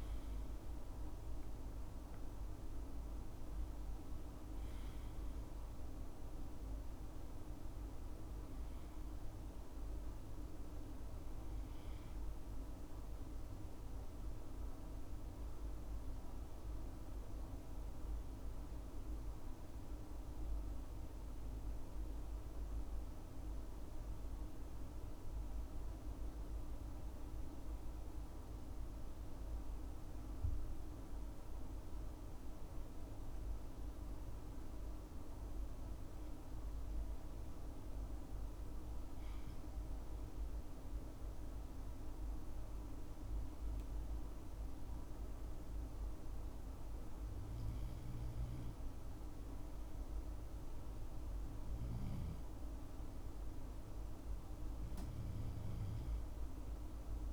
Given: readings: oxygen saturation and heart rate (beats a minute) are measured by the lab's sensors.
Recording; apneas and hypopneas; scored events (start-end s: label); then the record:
breathing in sleep, hard to hear, by a room microphone; 1
0.00-2.50 s: arousal
13.50-49.50 s: hypopnea (oxygen 97% before, 94% lowest, heart rate 72 before, 63 extreme, up 2 after)
From the record:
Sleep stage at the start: N2 (light sleep); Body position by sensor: on the left side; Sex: male